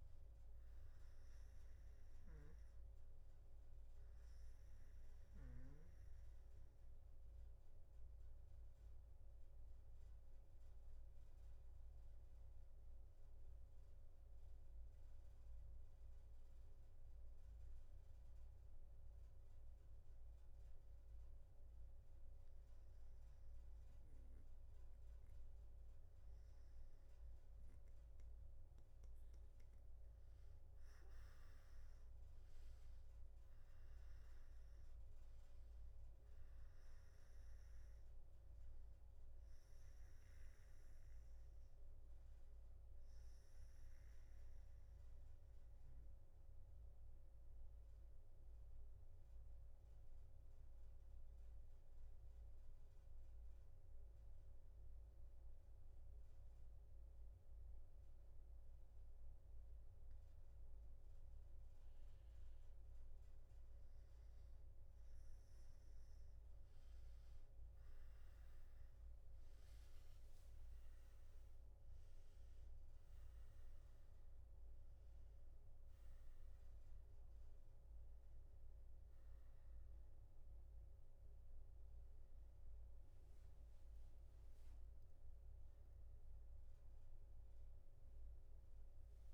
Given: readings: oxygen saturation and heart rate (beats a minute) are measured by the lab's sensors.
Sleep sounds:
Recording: breathing in sleep, hard to hear, by a room microphone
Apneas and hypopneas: none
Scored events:
30.50-44.50 s: oxygen desaturation (device-marked, oxygen 97% before, 94% lowest, heart rate 74 before, 62 extreme)
49.50-89.34 s: new sleep stage, N3 (deep sleep)
From the record:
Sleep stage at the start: N2 (light sleep)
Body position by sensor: on the back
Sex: male

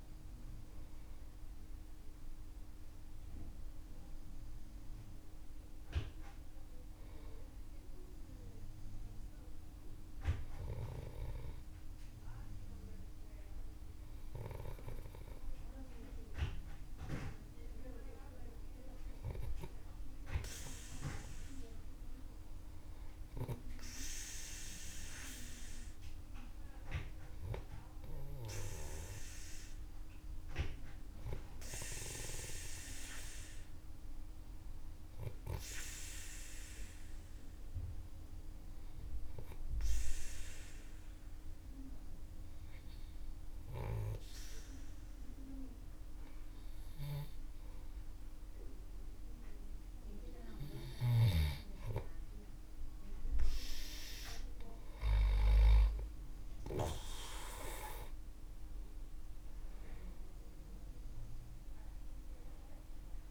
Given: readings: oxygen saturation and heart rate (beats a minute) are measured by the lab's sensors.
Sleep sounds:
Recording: breathing in sleep by a room microphone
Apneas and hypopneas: 2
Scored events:
9.50-20.50 s: hypopnea (oxygen 97% before, 92% lowest, heart rate 61 before, 50 extreme, up 3 after)
21.00-28.00 s: oxygen desaturation (device-marked, oxygen 96% before, 92% lowest, heart rate 57 before, 50 extreme)
26.50-30.00 s: arousal
39.50-50.00 s: obstructive apnea (oxygen 97% before, 93% lowest, heart rate 55 before, 53 extreme, up 13 after)
57.00-61.50 s: arousal
From the record:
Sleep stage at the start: N2 (light sleep)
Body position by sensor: on the back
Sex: male

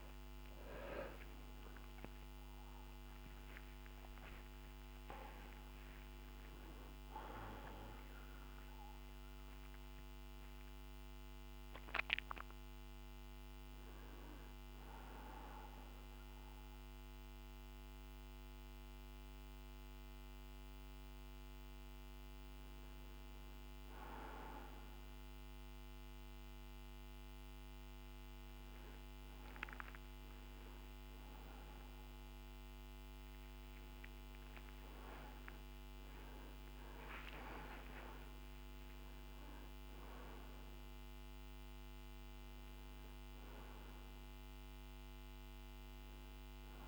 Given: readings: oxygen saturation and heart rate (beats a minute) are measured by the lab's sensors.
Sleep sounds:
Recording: a person awake in a sleep study, by a microphone on the trachea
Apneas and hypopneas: none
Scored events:
none scored
From the record:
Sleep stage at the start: awake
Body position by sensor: on the right side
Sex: male

